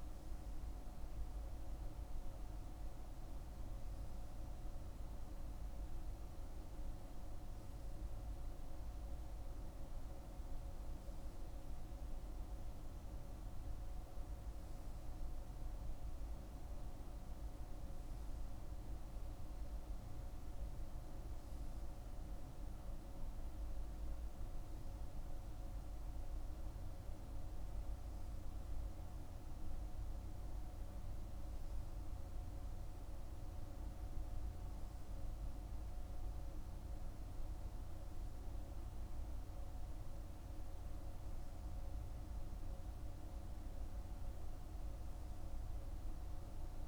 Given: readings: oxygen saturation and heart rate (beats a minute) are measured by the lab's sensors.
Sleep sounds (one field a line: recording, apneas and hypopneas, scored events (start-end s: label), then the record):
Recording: breathing in sleep, hard to hear, by a room microphone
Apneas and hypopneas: none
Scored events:
16.00-46.88 s: new sleep stage, N3 (deep sleep)
From the record:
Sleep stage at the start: N2 (light sleep)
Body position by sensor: on the right side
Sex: male